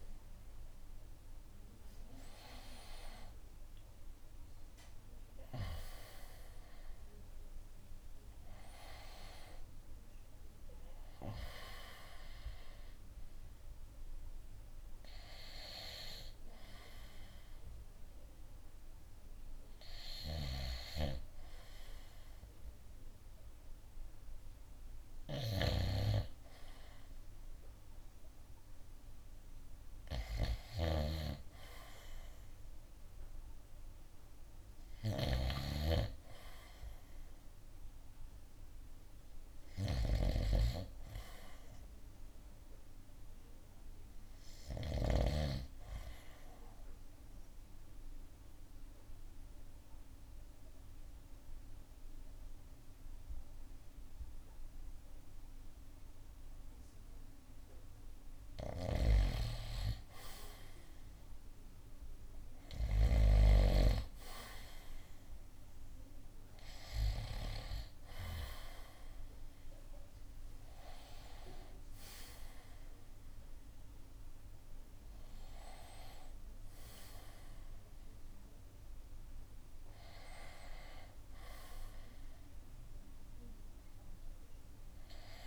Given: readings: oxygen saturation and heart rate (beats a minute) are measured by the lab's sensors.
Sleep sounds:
breathing in sleep by a room microphone; 1
0.00-3.50 s: drop in pulse transit time (device-marked, heart rate 76 extreme)
9.50-18.50 s: oxygen desaturation (device-marked, oxygen 92% before, 88% lowest, heart rate 84 before, 71 extreme)
30.50-35.50 s: snoring (device-marked)
47.00-58.50 s: obstructive apnea (oxygen 97% before, 89% lowest, heart rate 74 before, 63 extreme, up 11 after)
58.50-64.00 s: snoring (device-marked)
65.50-83.50 s: drop in pulse transit time (device-marked, heart rate 68 before, 75 extreme)
66.50-71.00 s: arousal
68.50-85.47 s: oxygen desaturation (device-marked, oxygen 94% before, 89% lowest, heart rate 69 before, 68 extreme)
From the record:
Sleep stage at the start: N2 (light sleep); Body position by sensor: on the right side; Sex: male

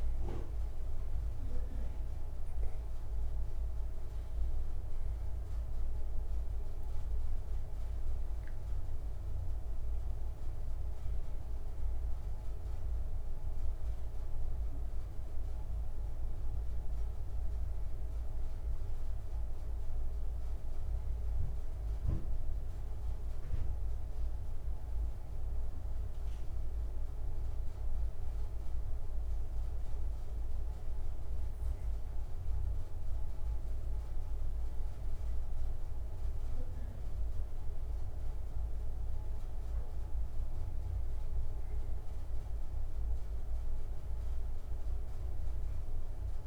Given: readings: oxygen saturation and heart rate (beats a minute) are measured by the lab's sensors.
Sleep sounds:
a person awake in a sleep study, hard to hear, by a room microphone; none
none scored
From the record:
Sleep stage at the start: awake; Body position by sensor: on the back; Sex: male

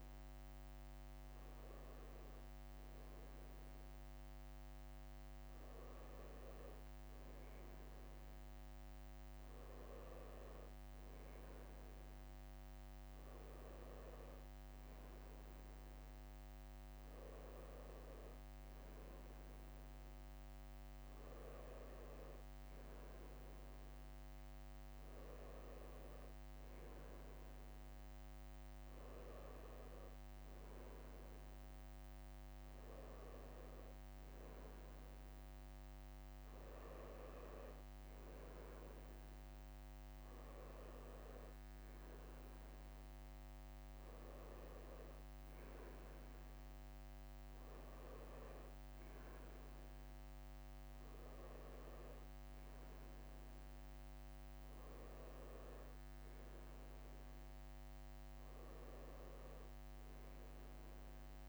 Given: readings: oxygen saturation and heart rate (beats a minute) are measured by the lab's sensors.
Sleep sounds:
breathing in sleep, hard to hear, by a microphone on the trachea; none
0.00-15.00 s: drop in pulse transit time (device-marked, heart rate 62 extreme)
35.50-46.00 s: leg movement (device-marked)
56.00-59.50 s: leg movement (device-marked)
From the record:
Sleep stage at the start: N2 (light sleep); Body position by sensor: on the right side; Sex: male

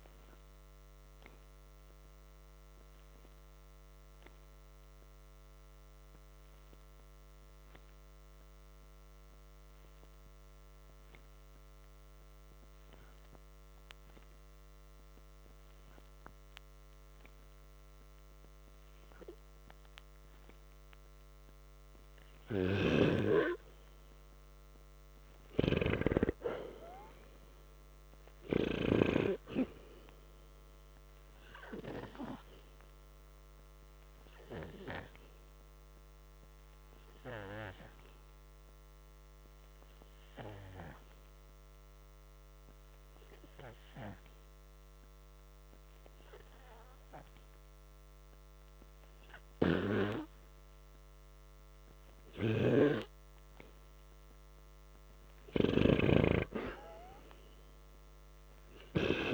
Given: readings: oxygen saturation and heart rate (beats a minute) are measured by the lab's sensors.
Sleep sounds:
breathing in sleep by a microphone on the trachea; 2
1.50-17.50 s: hypopnea (oxygen 96% before, 86% lowest, heart rate 55 before, 52 extreme, up 0 after)
19.50-23.00 s: arousal
25.50-32.50 s: oxygen desaturation (device-marked, oxygen 93% before, 89% lowest, heart rate 56 before, 53 extreme)
33.00-52.50 s: hypopnea (oxygen 95% before, 86% lowest, heart rate 54 before, 52 extreme)
41.50-54.50 s: oxygen desaturation (device-marked, oxygen 96% before, 86% lowest, heart rate 54 before, 52 extreme)
55.00-58.50 s: arousal
From the record:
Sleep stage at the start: N2 (light sleep); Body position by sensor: on the back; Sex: male

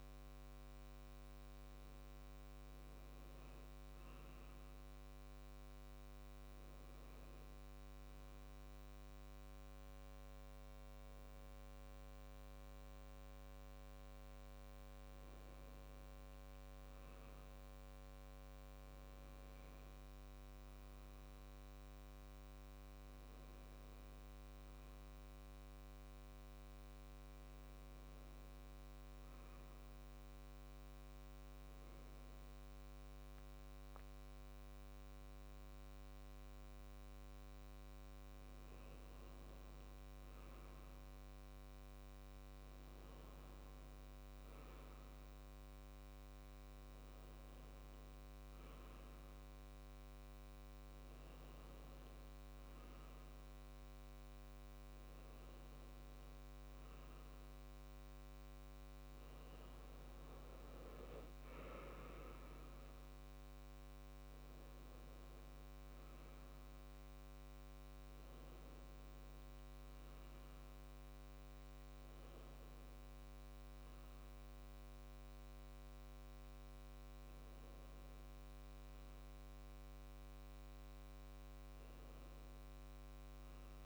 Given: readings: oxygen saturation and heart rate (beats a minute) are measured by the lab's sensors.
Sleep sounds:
breathing in sleep, hard to hear, by a microphone on the trachea; 1
20.50-24.50 s: arousal
29.50-40.00 s: hypopnea (oxygen 96% before, 93% lowest, heart rate 74 before, 72 extreme, up 2 after)
42.50-46.00 s: arousal
From the record:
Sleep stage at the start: N2 (light sleep); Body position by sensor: on the back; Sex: male

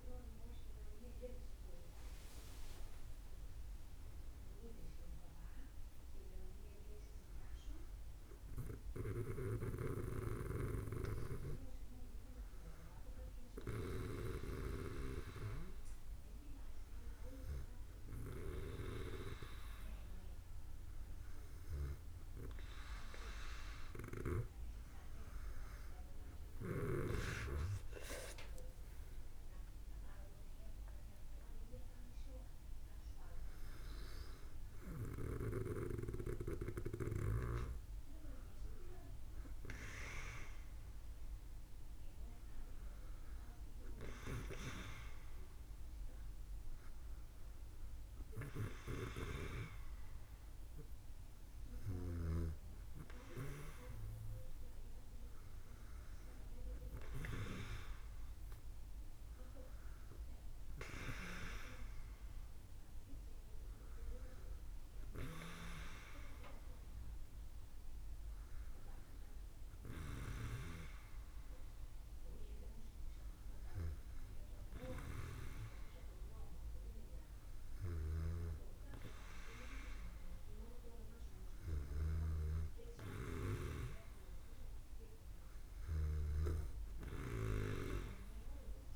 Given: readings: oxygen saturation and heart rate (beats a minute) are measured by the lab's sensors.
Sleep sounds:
breathing in sleep by a room microphone; 2
13.00-23.50 s: hypopnea (oxygen 97% before, 93% lowest, heart rate 64 before, 56 extreme, up 7 after)
27.00-32.00 s: arousal
31.00-46.00 s: oxygen desaturation (device-marked, oxygen 97% before, 93% lowest, heart rate 60 before, 56 extreme)
64.00-67.50 s: arousal
71.00-83.50 s: hypopnea (oxygen 96% before, 93% lowest, heart rate 60 before, 57 extreme, up 4 after)
86.50-88.96 s: arousal
From the record:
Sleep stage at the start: N2 (light sleep); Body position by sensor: on the back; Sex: female

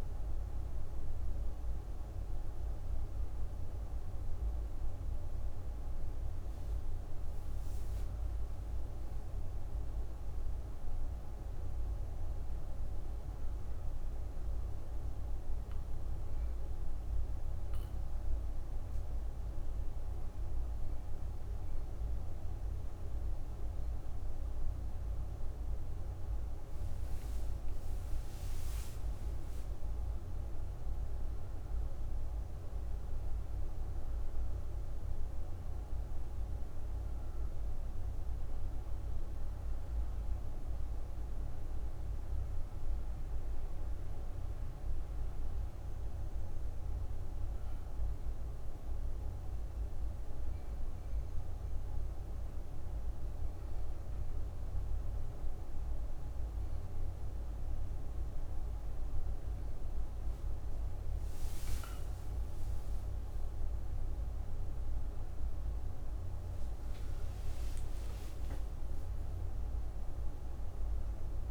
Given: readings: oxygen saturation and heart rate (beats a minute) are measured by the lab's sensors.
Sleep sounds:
breathing in sleep, hard to hear, by a room microphone; 2
16.50-26.50 s: obstructive apnea (oxygen 97% before, 91% lowest)
28.50-34.00 s: arousal
32.50-53.50 s: oxygen desaturation (device-marked, oxygen 96% before, 91% lowest)
48.50-61.50 s: obstructive apnea (oxygen 96% before, 91% lowest, heart rate 63 before, 63 extreme, up 22 after)
63.00-68.50 s: arousal
68.50-71.50 s: oxygen desaturation (device-marked, oxygen 96% before, 93% lowest, heart rate 85 before, 59 extreme)
From the record:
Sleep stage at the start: N2 (light sleep); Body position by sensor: on the back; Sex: female

